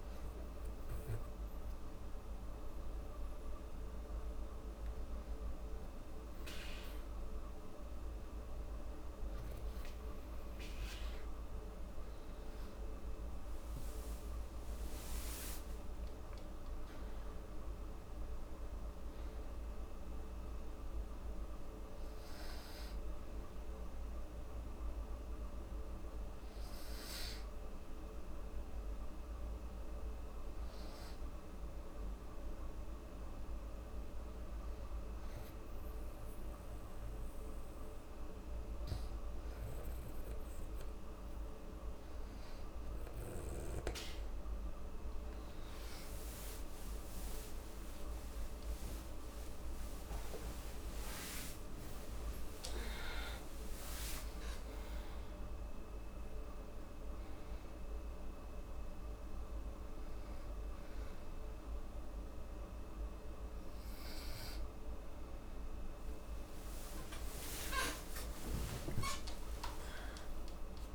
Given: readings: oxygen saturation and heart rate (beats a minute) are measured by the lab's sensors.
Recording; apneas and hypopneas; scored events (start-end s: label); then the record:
a person partly awake in a sleep study, hard to hear, by a room microphone; none
11.50-15.00 s: arousal
48.50-70.94 s: new sleep stage, awake
From the record:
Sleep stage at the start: N2 (light sleep); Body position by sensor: on the back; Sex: female